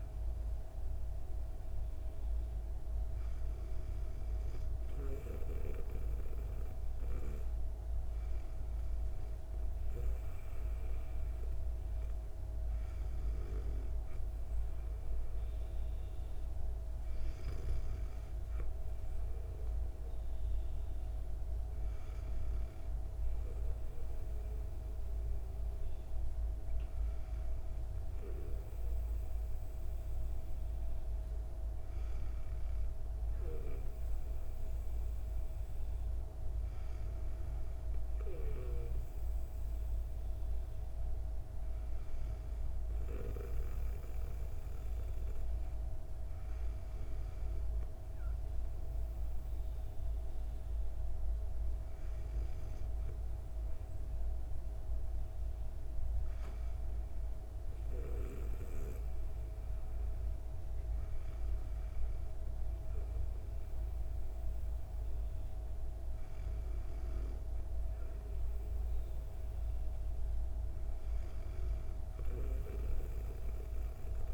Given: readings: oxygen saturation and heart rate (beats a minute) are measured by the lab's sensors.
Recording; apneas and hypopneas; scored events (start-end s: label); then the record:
breathing in sleep, hard to hear, by a room microphone; none
none scored
From the record:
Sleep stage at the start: N2 (light sleep); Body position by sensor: on the back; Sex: female